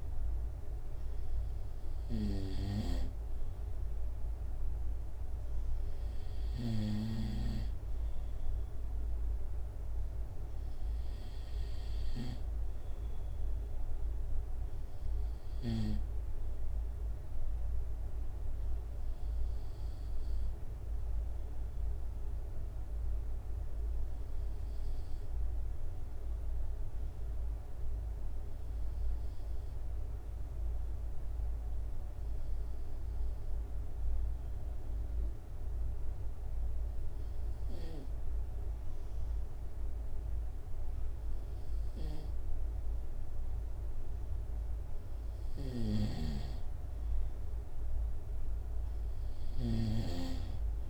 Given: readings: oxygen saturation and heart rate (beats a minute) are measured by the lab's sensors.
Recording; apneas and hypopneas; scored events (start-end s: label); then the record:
breathing in sleep by a room microphone; 1
17.50-44.50 s: obstructive apnea (oxygen 95% before, 94% lowest, heart rate 69 before, 66 extreme, up 4 after)
46.00-50.90 s: snoring (device-marked)
47.00-50.00 s: arousal
From the record:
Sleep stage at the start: N2 (light sleep); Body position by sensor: on the right side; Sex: male